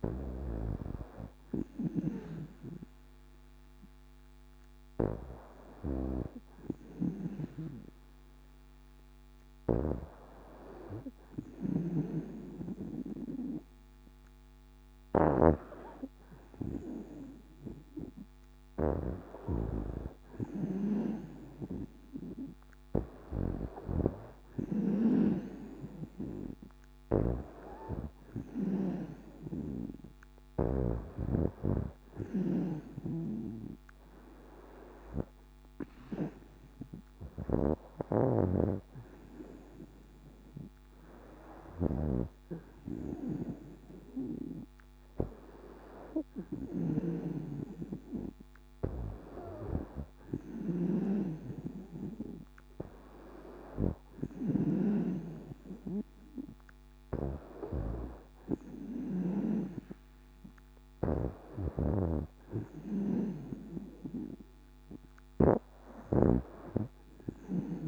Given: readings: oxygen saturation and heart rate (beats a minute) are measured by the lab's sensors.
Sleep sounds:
breathing in sleep by a microphone on the trachea; none
24.50-30.50 s: snoring (device-marked)
32.50-54.50 s: snoring (device-marked)
61.00-67.87 s: snoring (device-marked)
From the record:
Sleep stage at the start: N2 (light sleep); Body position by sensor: on the back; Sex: female

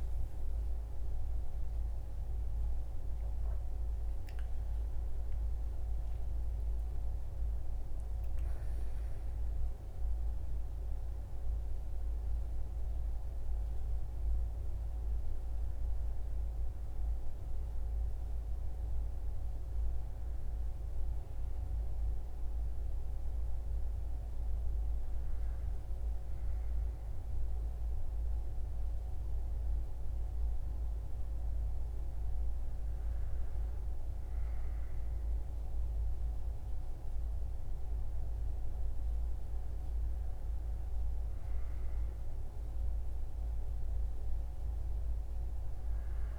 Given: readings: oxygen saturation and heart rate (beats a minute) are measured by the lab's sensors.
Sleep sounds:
breathing in sleep, hard to hear, by a room microphone; none
2.50-7.00 s: arousal
From the record:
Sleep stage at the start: N2 (light sleep); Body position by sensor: on the right side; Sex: male

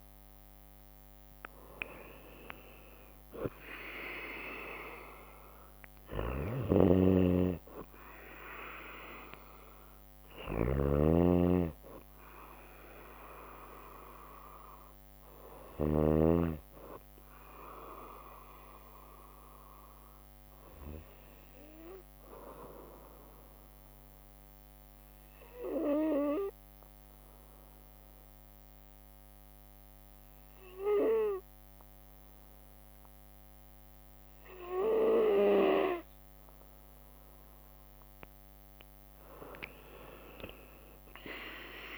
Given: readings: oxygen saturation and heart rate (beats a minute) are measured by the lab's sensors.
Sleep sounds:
breathing in sleep by a microphone on the trachea; 1
0.00-1.00 s: arousal
0.00-1.00 s: bradycardia (device-marked, heart rate 57 extreme)
1.00-13.00 s: drop in pulse transit time (device-marked, heart rate 59 before, 58 extreme)
4.00-27.00 s: oxygen desaturation (device-marked, oxygen 97% before, 92% lowest, heart rate 59 before, 57 extreme)
6.00-16.00 s: snoring (device-marked)
10.00-20.00 s: bradycardia (device-marked, heart rate 61 before, 57 extreme)
21.00-37.00 s: obstructive apnea (oxygen 97% before, 90% lowest, heart rate 60 before, 59 extreme, up 3 after)
35.00-39.00 s: bradycardia (device-marked, heart rate 61 before, 59 extreme)
38.00-41.98 s: drop in pulse transit time (device-marked, heart rate 60 before, 59 extreme)
39.50-41.98 s: arousal
From the record:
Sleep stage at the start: N2 (light sleep); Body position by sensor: on the right side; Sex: female

